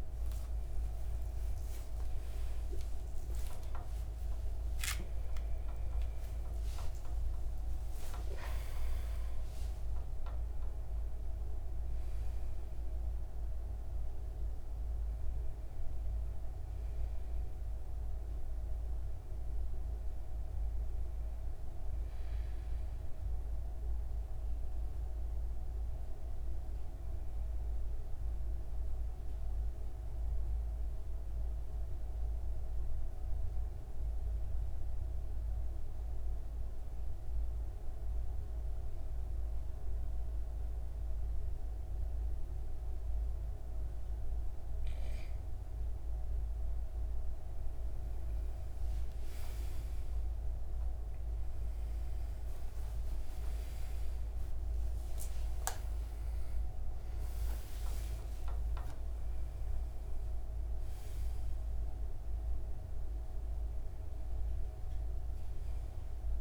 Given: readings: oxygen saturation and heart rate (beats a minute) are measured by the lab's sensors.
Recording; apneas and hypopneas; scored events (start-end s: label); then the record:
a person partly awake in a sleep study, hard to hear, by a room microphone; 1
18.00-66.41 s: new sleep stage, N2 (light sleep)
23.00-45.00 s: obstructive apnea (oxygen 97% before, 91% lowest, heart rate 111 before, 72 extreme, up 35 after)
45.00-66.41 s: oxygen desaturation (device-marked, oxygen 96% before, 91% lowest)
50.00-56.50 s: arousal
From the record:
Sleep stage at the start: awake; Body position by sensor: on the back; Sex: male